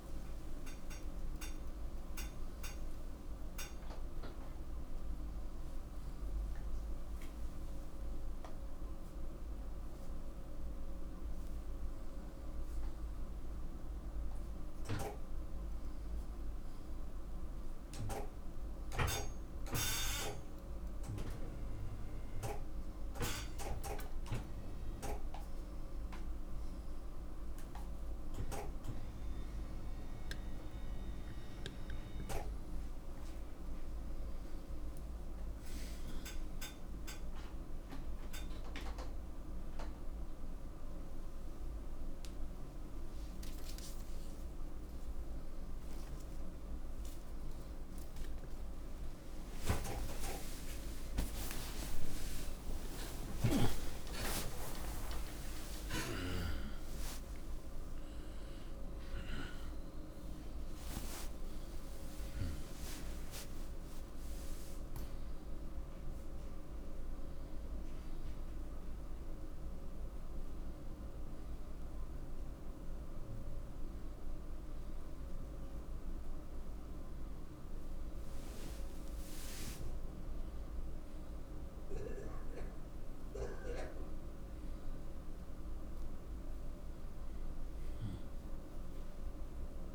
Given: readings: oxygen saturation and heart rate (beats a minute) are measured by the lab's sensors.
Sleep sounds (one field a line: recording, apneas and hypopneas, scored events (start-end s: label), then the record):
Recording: a person partly awake in a sleep study, by a room microphone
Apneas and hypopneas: none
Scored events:
30.00-60.00 s: new sleep stage, awake
60.00-89.95 s: new sleep stage, N1 (lightest sleep)
From the record:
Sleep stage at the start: N1 (lightest sleep)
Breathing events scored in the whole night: 141 in 3.2 hours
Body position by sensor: on the right side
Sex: male